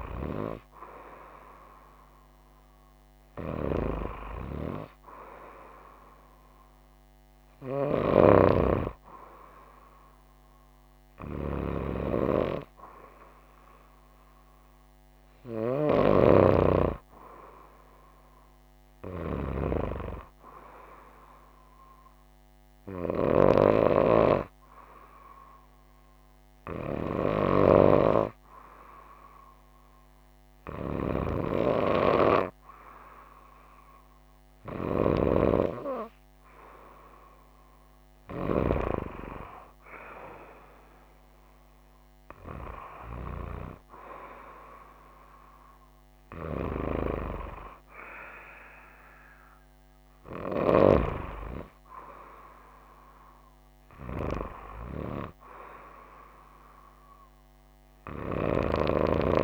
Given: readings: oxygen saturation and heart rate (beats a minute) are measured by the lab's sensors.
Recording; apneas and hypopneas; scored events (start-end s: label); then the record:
breathing in sleep by a microphone on the trachea; none
none scored
From the record:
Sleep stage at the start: N2 (light sleep); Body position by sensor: on the right side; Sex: female